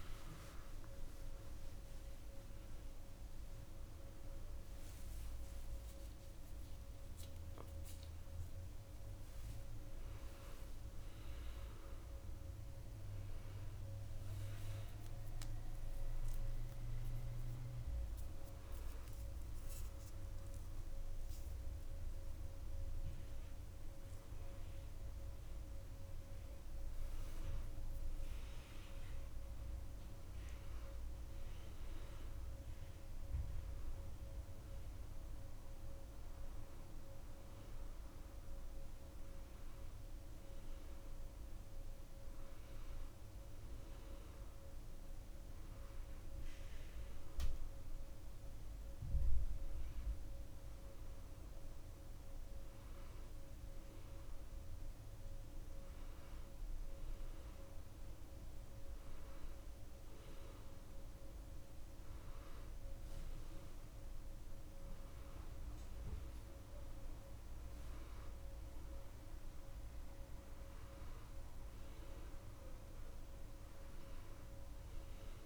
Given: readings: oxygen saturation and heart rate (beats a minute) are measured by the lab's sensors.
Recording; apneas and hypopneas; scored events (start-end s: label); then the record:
breathing in sleep, hard to hear, by a room microphone; none
none scored
From the record:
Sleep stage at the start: N2 (light sleep); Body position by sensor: on the back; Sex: female